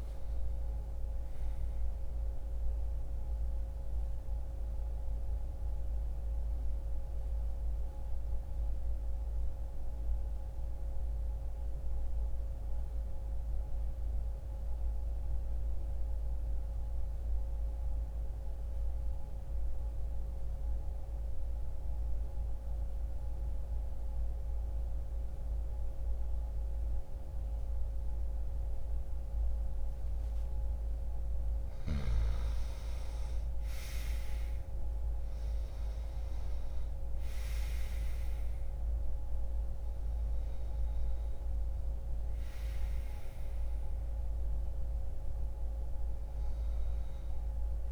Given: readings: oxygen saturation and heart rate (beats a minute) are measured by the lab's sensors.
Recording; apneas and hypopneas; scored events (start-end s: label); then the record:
breathing in sleep, hard to hear, by a room microphone; 1
2.50-30.50 s: mixed apnea (oxygen 97% before, 84% lowest)
13.50-22.50 s: oxygen desaturation (device-marked, oxygen 90% before, 86% lowest)
32.50-36.50 s: arousal
34.50-47.92 s: oxygen desaturation (device-marked, oxygen 98% before, 84% lowest)
From the record:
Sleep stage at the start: N2 (light sleep); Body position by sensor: on the back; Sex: male